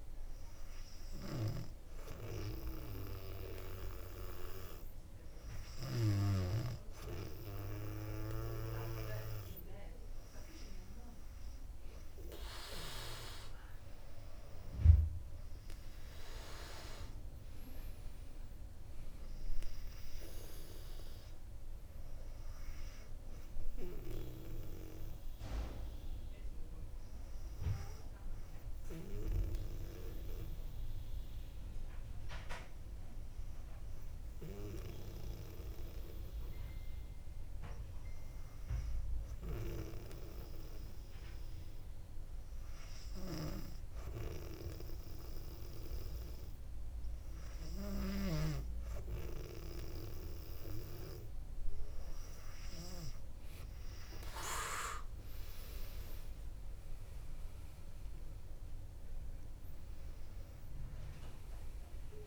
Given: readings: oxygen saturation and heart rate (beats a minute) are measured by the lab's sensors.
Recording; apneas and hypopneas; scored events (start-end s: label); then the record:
breathing in sleep by a room microphone; 1
18.50-21.50 s: arousal
31.50-50.00 s: hypopnea (oxygen 98% before, 97% lowest, heart rate 64 before, 58 extreme, up 6 after)
55.50-61.00 s: arousal
From the record:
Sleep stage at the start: N2 (light sleep); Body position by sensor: on the back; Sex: female